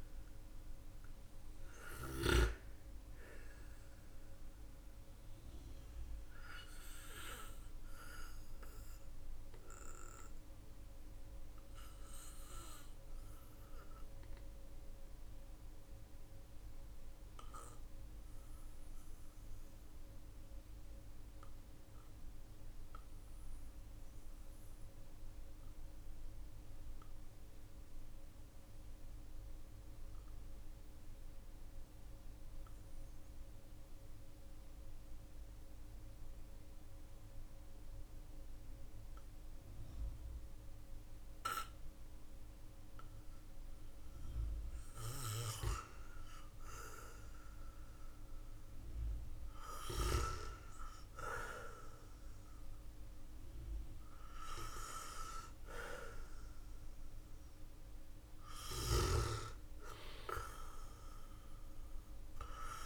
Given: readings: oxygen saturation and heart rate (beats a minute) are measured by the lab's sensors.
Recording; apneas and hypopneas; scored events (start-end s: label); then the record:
breathing in sleep by a room microphone; 1
0.00-1.50 s: snoring (device-marked)
0.00-3.00 s: arousal
6.00-43.00 s: obstructive apnea (oxygen 98% before, 92% lowest, heart rate 52 before, 45 extreme, up 14 after)
44.50-49.00 s: arousal
46.00-62.86 s: oxygen desaturation (device-marked, oxygen 98% before, 94% lowest, heart rate 52 before, 45 extreme)
From the record:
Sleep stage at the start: N2 (light sleep); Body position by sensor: on the back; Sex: male